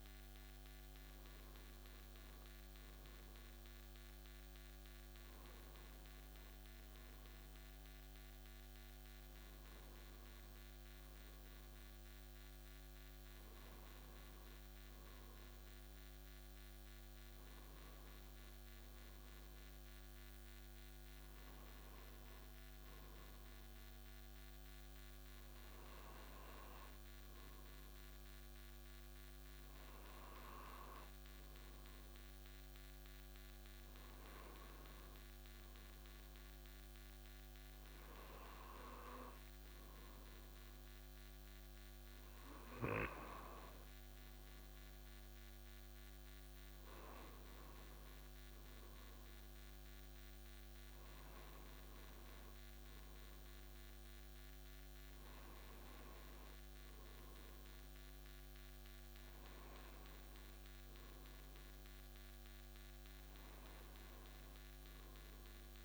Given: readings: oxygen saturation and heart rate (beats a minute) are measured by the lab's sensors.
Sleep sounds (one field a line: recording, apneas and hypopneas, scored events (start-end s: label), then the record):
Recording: breathing in sleep, hard to hear, by a microphone on the trachea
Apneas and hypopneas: none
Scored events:
none scored
From the record:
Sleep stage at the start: N1 (lightest sleep)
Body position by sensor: on the left side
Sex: male